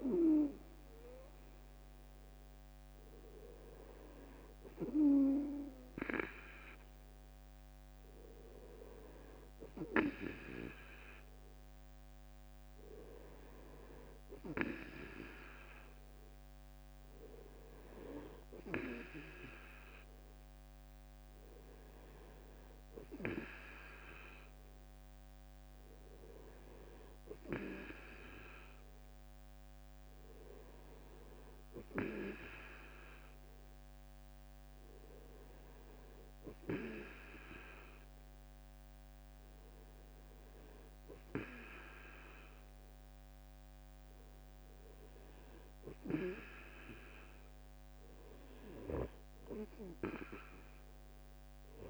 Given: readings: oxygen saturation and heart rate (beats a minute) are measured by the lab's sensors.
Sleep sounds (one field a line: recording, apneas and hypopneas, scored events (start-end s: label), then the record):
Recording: breathing in sleep by a microphone on the trachea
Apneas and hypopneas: none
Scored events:
none scored
From the record:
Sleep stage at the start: N2 (light sleep)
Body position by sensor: on the back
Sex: male